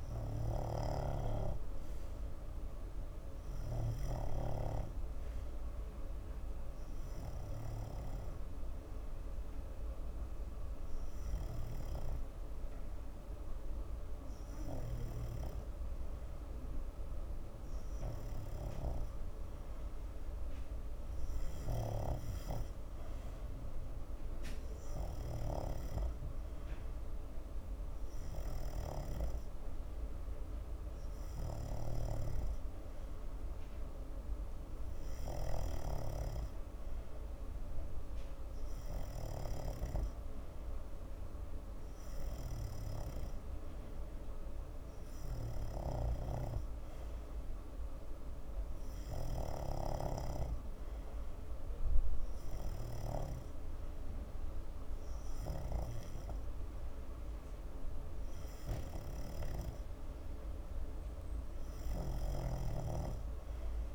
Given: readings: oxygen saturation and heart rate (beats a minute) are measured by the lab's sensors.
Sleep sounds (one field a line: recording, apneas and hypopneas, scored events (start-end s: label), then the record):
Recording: breathing in sleep by a room microphone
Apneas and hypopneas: 1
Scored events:
0.00-16.00 s: snoring (device-marked)
9.50-22.00 s: hypopnea (oxygen 93% before, 92% lowest)
22.50-54.00 s: snoring (device-marked)
23.50-26.00 s: arousal
56.00-63.95 s: snoring (device-marked)
From the record:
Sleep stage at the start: N2 (light sleep)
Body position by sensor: on the front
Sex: male